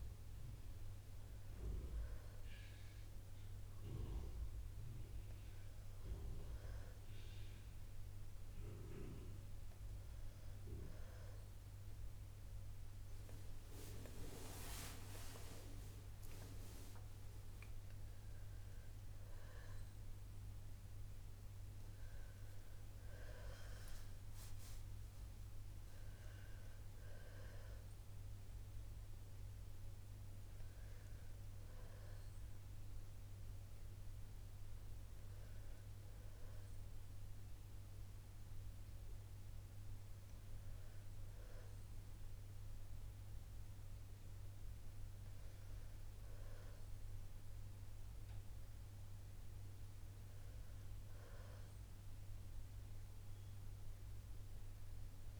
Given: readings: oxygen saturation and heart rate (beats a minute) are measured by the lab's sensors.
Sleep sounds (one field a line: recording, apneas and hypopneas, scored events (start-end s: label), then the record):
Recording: breathing in sleep by a room microphone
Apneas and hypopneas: none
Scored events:
16.00-20.50 s: arousal
From the record:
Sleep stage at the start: N2 (light sleep)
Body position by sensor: on the back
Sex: female